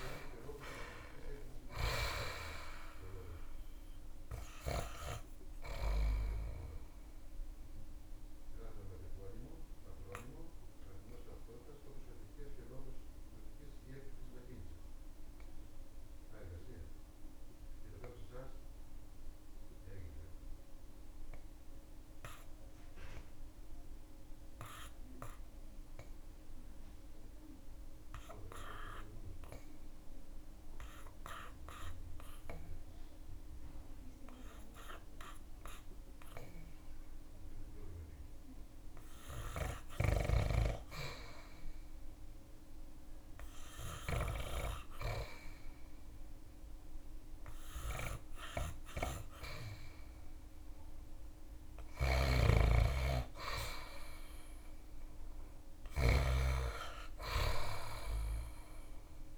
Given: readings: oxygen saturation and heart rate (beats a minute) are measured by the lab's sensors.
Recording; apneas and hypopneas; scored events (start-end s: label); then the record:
breathing in sleep by a room microphone; 1
0.00-23.00 s: oxygen desaturation (device-marked, oxygen 78% lowest)
8.50-40.00 s: obstructive apnea (oxygen 99% before, 78% lowest)
32.00-59.38 s: oxygen desaturation (device-marked, oxygen 100% before, 83% lowest)
43.00-48.50 s: arousal
51.00-59.38 s: snoring (device-marked)
From the record:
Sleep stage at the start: REM sleep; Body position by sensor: on the back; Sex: male